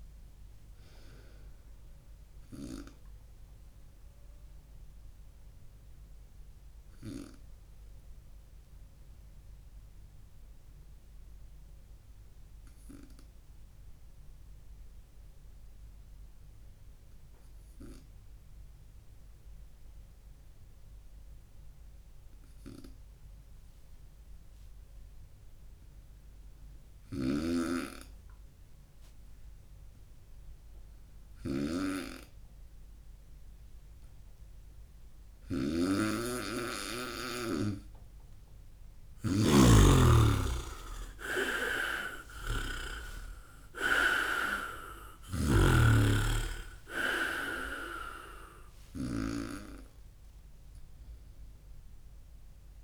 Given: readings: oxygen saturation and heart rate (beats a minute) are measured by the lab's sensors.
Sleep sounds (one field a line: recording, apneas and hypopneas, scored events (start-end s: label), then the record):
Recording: breathing in sleep by a room microphone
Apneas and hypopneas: 1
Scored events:
2.50-26.00 s: obstructive apnea (oxygen 99% before, 94% lowest, heart rate 56 before, 53 extreme, up 6 after)
27.00-52.84 s: snoring (device-marked)
40.00-45.00 s: arousal
From the record:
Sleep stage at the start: N2 (light sleep)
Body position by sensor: on the right side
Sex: male